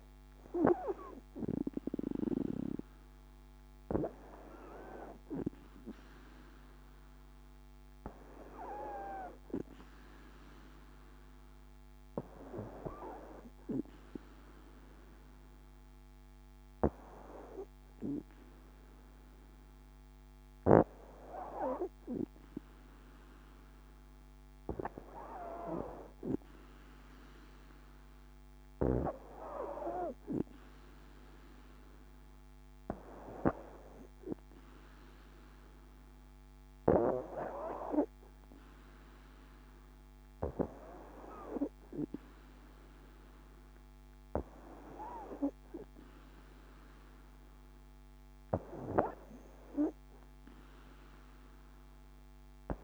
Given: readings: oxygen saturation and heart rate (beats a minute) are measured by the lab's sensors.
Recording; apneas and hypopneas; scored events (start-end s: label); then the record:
breathing in sleep by a microphone on the trachea; none
none scored
From the record:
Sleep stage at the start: N2 (light sleep); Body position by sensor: on the back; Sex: female